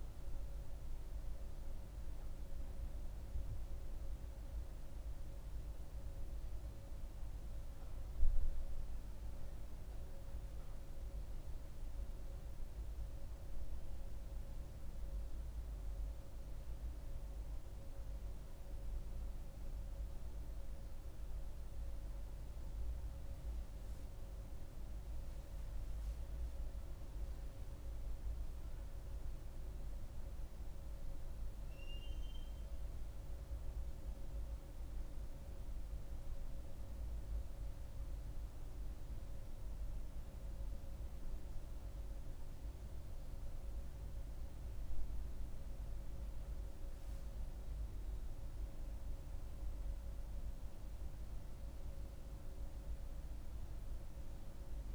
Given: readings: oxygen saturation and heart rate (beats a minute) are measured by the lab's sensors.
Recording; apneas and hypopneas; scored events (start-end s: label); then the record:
a person awake in a sleep study, hard to hear, by a room microphone; none
none scored
From the record:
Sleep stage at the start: awake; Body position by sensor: on the right side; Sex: female